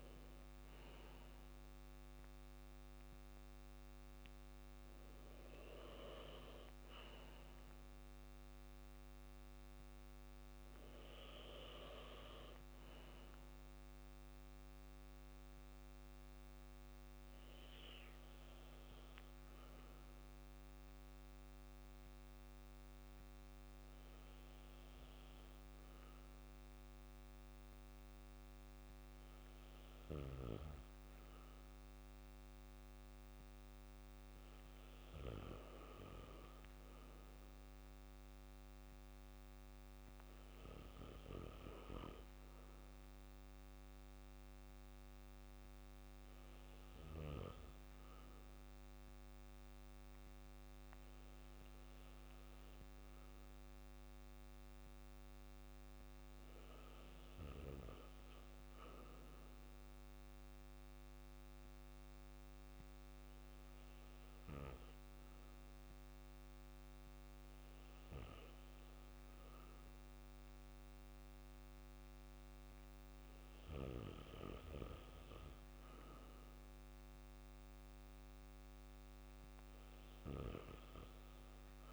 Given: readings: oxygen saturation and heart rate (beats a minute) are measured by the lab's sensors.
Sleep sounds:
breathing in sleep by a microphone on the trachea; 2
11.00-15.00 s: arousal
14.50-26.50 s: oxygen desaturation (device-marked, oxygen 95% before, 92% lowest, heart rate 55 before, 52 extreme)
17.50-30.50 s: hypopnea (oxygen 95% before, 92% lowest, heart rate 55 before, 52 extreme, up 2 after)
32.50-39.00 s: arousal
51.50-66.50 s: oxygen desaturation (device-marked, oxygen 96% before, 93% lowest, heart rate 53 before, 52 extreme)
59.00-69.50 s: obstructive apnea (oxygen 96% before, 91% lowest, heart rate 53 before, 52 extreme, up 2 after)
From the record:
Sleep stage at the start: REM sleep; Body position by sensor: on the back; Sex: male

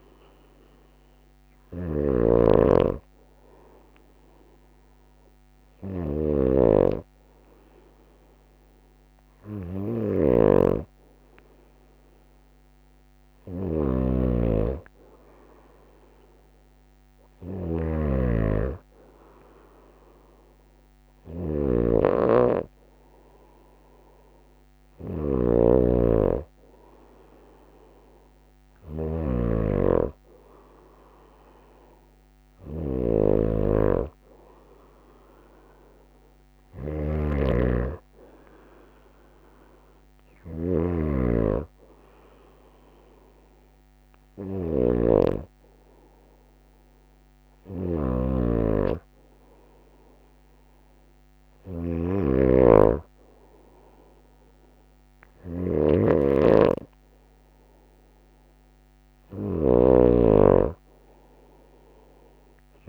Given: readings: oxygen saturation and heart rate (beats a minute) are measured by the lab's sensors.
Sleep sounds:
breathing in sleep by a microphone on the trachea; none
0.00-1.50 s: snoring (device-marked)
9.50-62.88 s: snoring (device-marked)
From the record:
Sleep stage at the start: N2 (light sleep); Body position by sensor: on the right side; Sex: female

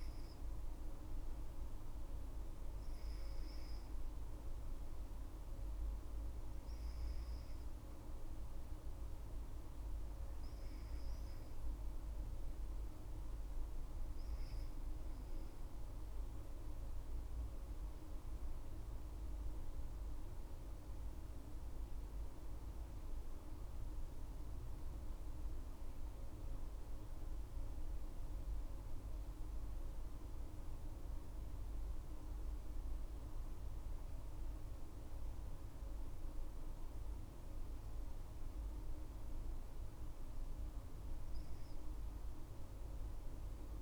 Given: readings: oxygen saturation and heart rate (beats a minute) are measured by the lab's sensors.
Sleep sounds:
breathing in sleep, hard to hear, by a room microphone; 1
5.00-17.00 s: obstructive apnea (oxygen 98% before, 95% lowest, heart rate 61 before, 55 extreme, up 18 after)
18.00-22.00 s: arousal
From the record:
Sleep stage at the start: N2 (light sleep); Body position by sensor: on the back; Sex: female

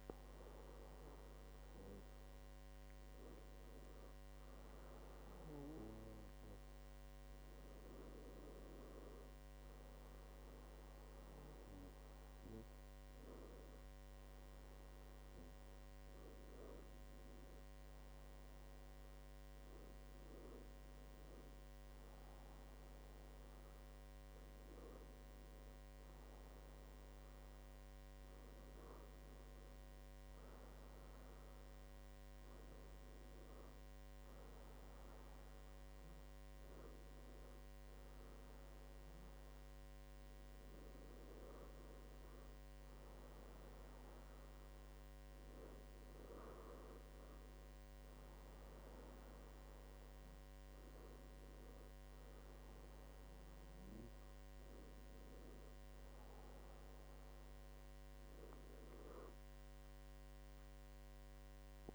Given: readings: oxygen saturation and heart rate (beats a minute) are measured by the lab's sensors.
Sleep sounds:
breathing in sleep by a microphone on the trachea; none
none scored
From the record:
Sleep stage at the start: N2 (light sleep); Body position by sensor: on the back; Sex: male

